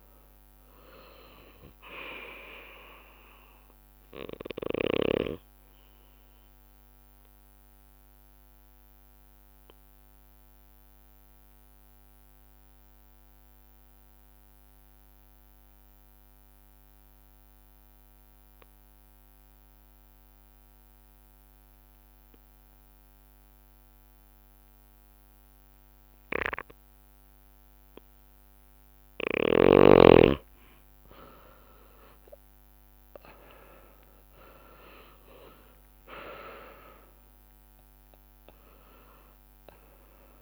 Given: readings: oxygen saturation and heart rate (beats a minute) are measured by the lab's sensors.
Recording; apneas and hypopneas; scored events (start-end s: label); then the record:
breathing in sleep by a microphone on the trachea; 1
0.00-20.00 s: oxygen desaturation (device-marked, oxygen 91% lowest)
6.50-29.00 s: obstructive apnea (oxygen 99% before, 91% lowest)
33.50-38.00 s: arousal
34.00-40.42 s: oxygen desaturation (device-marked, oxygen 99% before, 91% lowest)
From the record:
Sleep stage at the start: N2 (light sleep); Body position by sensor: on the back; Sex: male